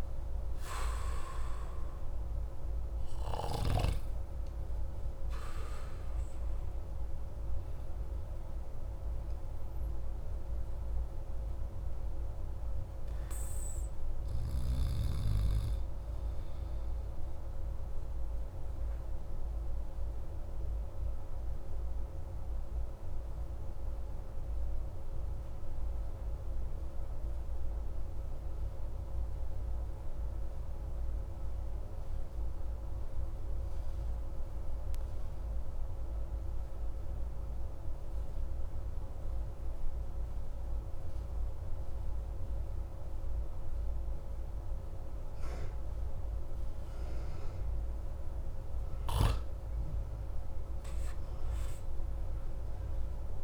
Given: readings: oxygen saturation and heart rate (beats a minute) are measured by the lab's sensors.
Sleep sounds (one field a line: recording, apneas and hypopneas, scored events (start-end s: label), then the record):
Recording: breathing in sleep, hard to hear, by a room microphone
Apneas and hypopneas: 1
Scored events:
16.00-47.50 s: obstructive apnea (oxygen 97% before, 93% lowest)
50.00-53.44 s: arousal
From the record:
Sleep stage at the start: N2 (light sleep)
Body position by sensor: on the back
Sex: male